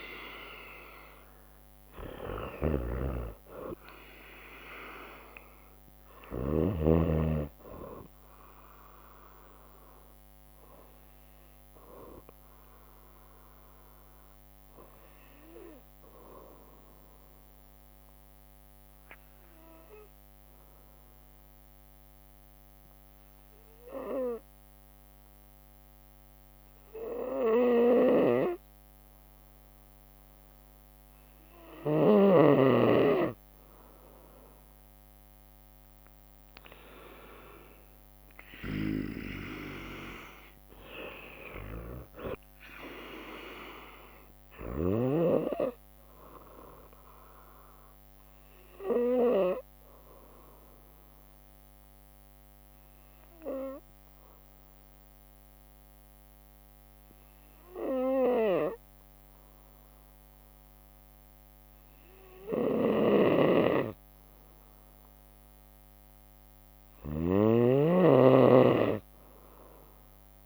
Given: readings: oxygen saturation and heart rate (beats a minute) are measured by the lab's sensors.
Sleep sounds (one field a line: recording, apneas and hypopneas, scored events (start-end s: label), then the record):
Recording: breathing in sleep by a microphone on the trachea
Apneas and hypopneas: 2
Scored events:
0.00-3.50 s: arousal
0.00-9.50 s: drop in pulse transit time (device-marked, heart rate 58 extreme)
1.50-23.50 s: oxygen desaturation (device-marked, oxygen 97% before, 92% lowest, heart rate 58 before, 57 extreme)
2.00-6.50 s: snoring (device-marked)
5.50-11.50 s: bradycardia (device-marked, heart rate 61 before, 57 extreme)
15.50-32.00 s: obstructive apnea (oxygen 98% before, 92% lowest, heart rate 59 before, 57 extreme, up 1 after)
25.50-36.50 s: bradycardia (device-marked, heart rate 61 before, 57 extreme)
27.50-31.50 s: snoring (device-marked)
35.50-48.50 s: drop in pulse transit time (device-marked, heart rate 60 before, 57 extreme)
36.50-62.50 s: oxygen desaturation (device-marked, oxygen 97% before, 92% lowest, heart rate 59 before, 57 extreme)
38.00-42.00 s: arousal
38.00-44.50 s: snoring (device-marked)
46.50-65.50 s: obstructive apnea (oxygen 97% before, 92% lowest, heart rate 60 before, 57 extreme, up 0 after)
47.50-70.46 s: bradycardia (device-marked, heart rate 61 before, 57 extreme)
62.00-67.00 s: snoring (device-marked)
68.00-70.46 s: arousal
From the record:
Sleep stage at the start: N2 (light sleep)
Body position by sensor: on the right side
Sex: female